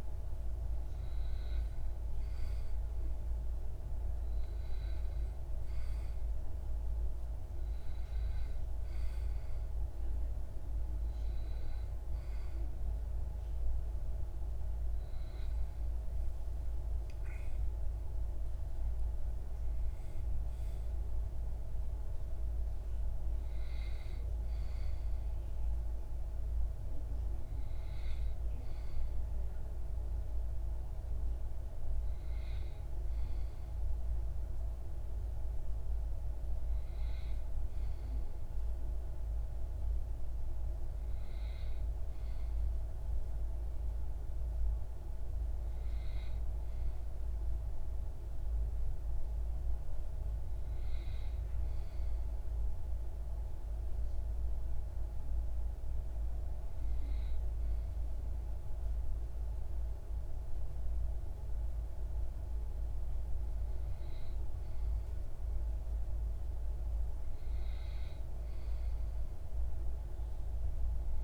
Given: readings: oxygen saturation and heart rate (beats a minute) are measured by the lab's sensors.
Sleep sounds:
breathing in sleep, hard to hear, by a room microphone; 1
0.00-2.50 s: arousal
50.50-62.50 s: hypopnea (oxygen 96% before, 93% lowest)
64.50-68.00 s: arousal
From the record:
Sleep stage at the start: REM sleep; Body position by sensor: on the back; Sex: male

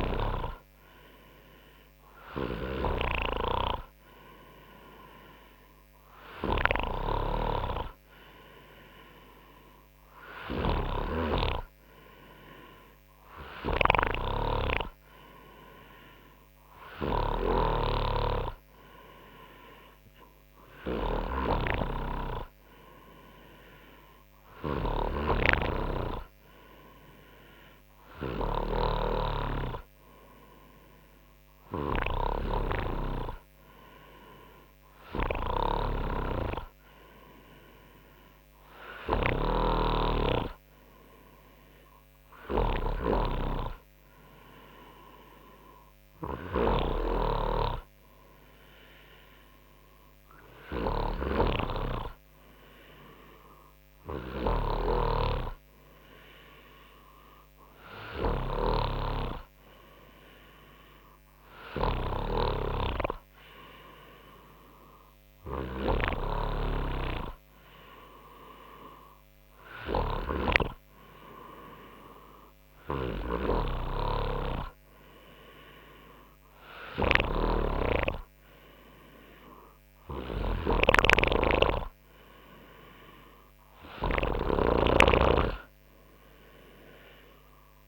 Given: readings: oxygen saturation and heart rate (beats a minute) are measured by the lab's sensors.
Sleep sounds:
breathing in sleep by a microphone on the trachea; none
0.00-1.00 s: snoring (device-marked)
11.50-18.00 s: snoring (device-marked)
26.00-29.50 s: snoring (device-marked)
36.00-40.00 s: snoring (device-marked)
55.00-63.00 s: snoring (device-marked)
77.50-87.88 s: snoring (device-marked)
From the record:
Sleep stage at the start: N3 (deep sleep); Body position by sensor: on the front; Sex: male

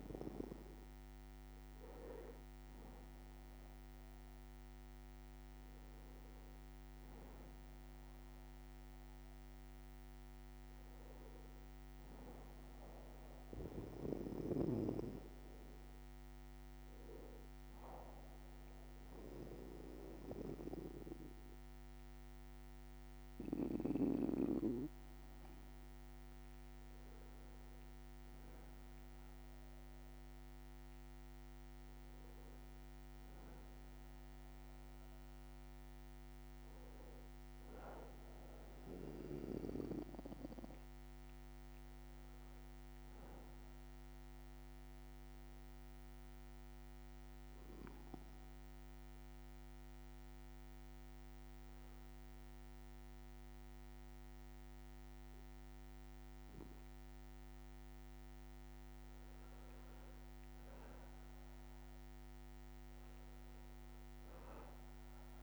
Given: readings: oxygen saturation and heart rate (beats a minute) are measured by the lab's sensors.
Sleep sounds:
breathing in sleep by a microphone on the trachea; 1
37.50-41.50 s: arousal
45.00-56.00 s: obstructive apnea (oxygen 95% before, 92% lowest, heart rate 63 before, 62 extreme, up 2 after)
58.00-62.00 s: arousal
From the record:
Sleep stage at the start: N2 (light sleep); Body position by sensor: on the back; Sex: male

